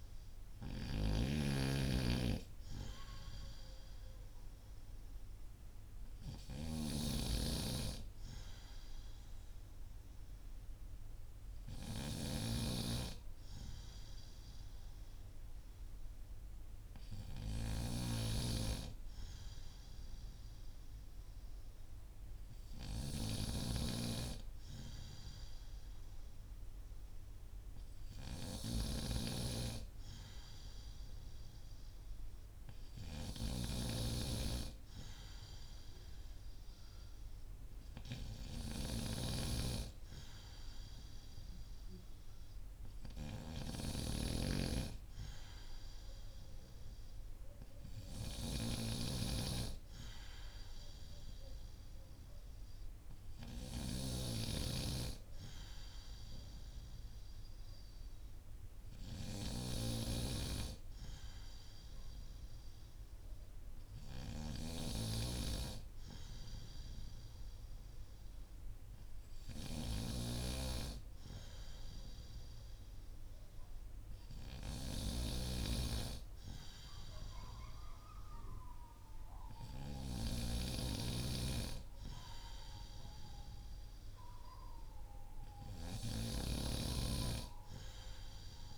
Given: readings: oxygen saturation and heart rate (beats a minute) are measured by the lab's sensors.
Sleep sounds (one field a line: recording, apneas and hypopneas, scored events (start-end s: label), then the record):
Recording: breathing in sleep by a room microphone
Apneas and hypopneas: none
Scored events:
0.00-23.50 s: snoring (device-marked)
48.50-53.50 s: snoring (device-marked)
74.50-80.00 s: snoring (device-marked)
From the record:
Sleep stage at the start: N2 (light sleep)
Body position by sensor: on the back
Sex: male